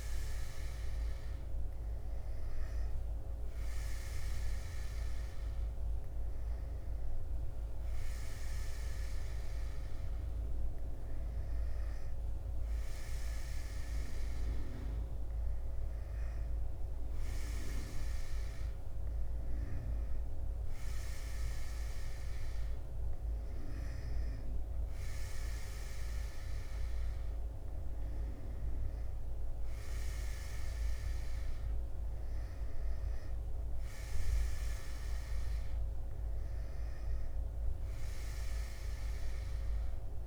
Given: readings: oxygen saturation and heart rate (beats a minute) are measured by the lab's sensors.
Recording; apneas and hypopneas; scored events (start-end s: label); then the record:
breathing in sleep, hard to hear, by a room microphone; none
none scored
From the record:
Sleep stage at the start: N2 (light sleep); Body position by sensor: on the back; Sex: male